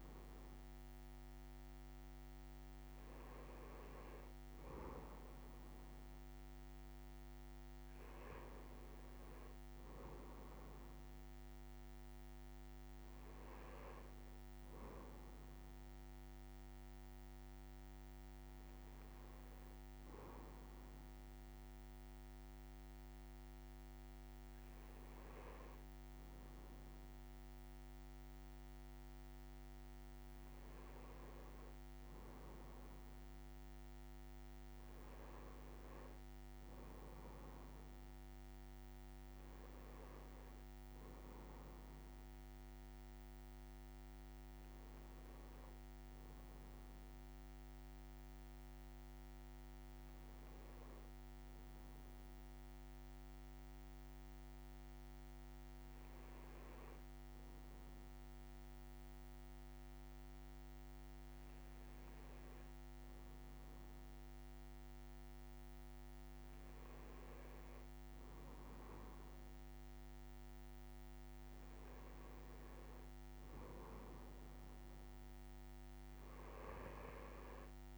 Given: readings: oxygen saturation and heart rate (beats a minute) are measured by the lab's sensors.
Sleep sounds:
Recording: breathing in sleep, hard to hear, by a microphone on the trachea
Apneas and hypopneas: none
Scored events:
0.00-2.50 s: leg movement (device-marked)
From the record:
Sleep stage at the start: N1 (lightest sleep)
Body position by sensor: on the right side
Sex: male

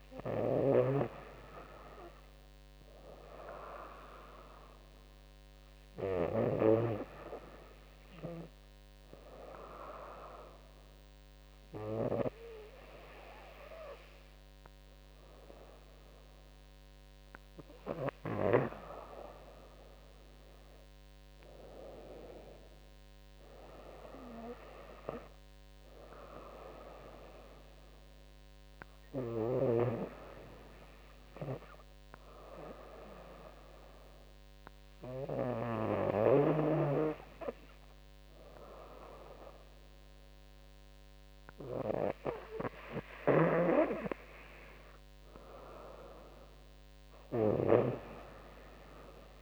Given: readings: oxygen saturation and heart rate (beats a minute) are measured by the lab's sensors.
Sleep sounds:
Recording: breathing in sleep by a microphone on the trachea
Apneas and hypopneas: 1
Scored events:
0.50-4.00 s: arousal
0.50-7.00 s: snoring (device-marked)
8.00-19.50 s: obstructive apnea (oxygen 97% before, 94% lowest, heart rate 82 before, 77 extreme, up 9 after)
21.00-24.00 s: arousal
43.00-49.42 s: snoring (device-marked)
From the record:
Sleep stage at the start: N2 (light sleep)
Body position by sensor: on the right side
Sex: female

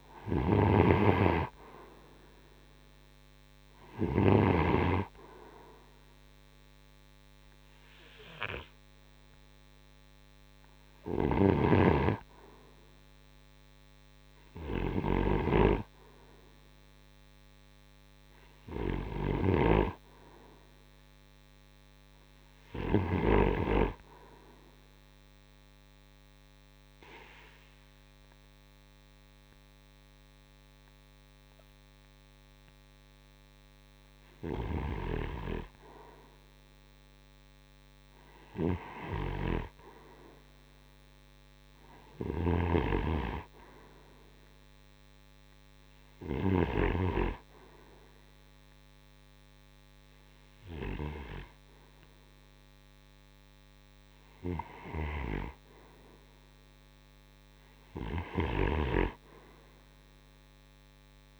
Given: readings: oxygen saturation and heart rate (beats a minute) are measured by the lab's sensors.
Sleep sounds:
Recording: breathing in sleep by a microphone on the trachea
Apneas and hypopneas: 2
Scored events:
0.00-3.50 s: snoring (device-marked)
0.00-15.00 s: oxygen desaturation (device-marked, oxygen 89% lowest)
10.00-19.00 s: snoring (device-marked)
24.00-34.50 s: obstructive apnea (oxygen 92% before, 85% lowest)
37.50-40.50 s: arousal
41.50-46.00 s: snoring (device-marked)
45.00-61.39 s: new sleep stage, REM sleep
46.00-60.00 s: oxygen desaturation (device-marked, oxygen 91% before, 85% lowest)
47.00-57.00 s: hypopnea (oxygen 92% before, 83% lowest)
57.50-61.39 s: snoring (device-marked)
From the record:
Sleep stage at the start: N2 (light sleep)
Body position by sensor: on the right side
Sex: male

